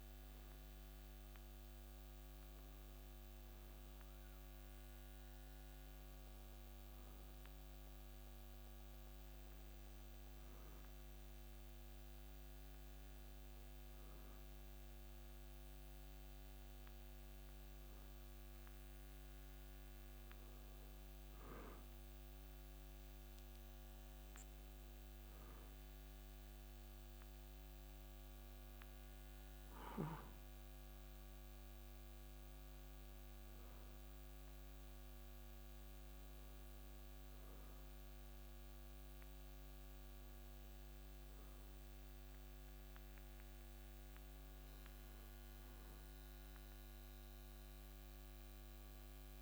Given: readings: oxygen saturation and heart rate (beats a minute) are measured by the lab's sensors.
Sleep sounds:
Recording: breathing in sleep, hard to hear, by a microphone on the trachea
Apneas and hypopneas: none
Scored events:
16.00-49.42 s: new sleep stage, N2 (light sleep)
From the record:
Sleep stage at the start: N1 (lightest sleep)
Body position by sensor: on the back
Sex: male

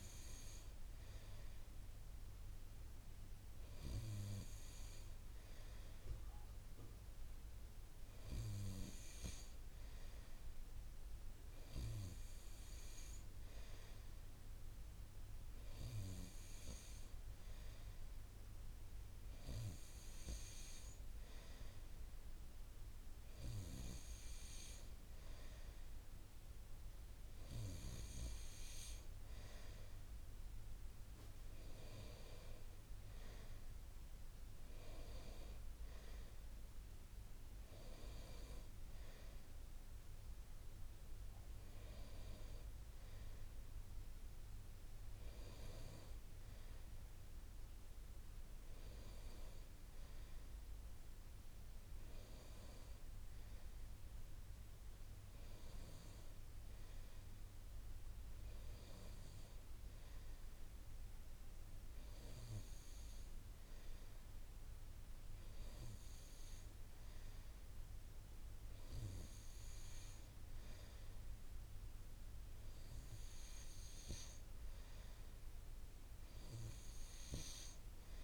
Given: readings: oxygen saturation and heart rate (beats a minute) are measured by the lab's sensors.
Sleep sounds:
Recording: breathing in sleep by a room microphone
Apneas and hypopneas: none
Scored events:
none scored
From the record:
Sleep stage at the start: N2 (light sleep)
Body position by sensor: on the right side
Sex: male

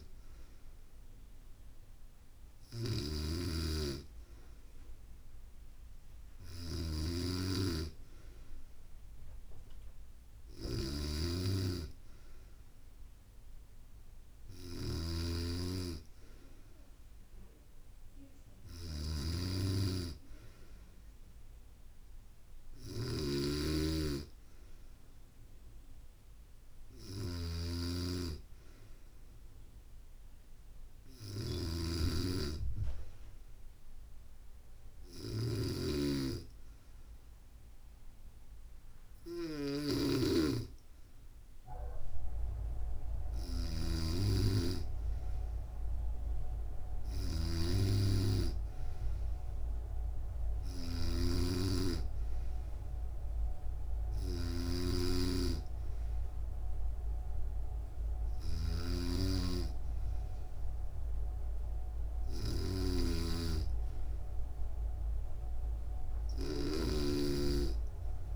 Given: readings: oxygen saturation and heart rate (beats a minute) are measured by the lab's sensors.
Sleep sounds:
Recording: breathing in sleep by a room microphone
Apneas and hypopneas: none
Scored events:
0.00-68.36 s: snoring (device-marked)
15.50-20.50 s: bradycardia (device-marked, heart rate 69 before, 58 extreme)
From the record:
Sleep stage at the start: N2 (light sleep)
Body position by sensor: on the back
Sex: female

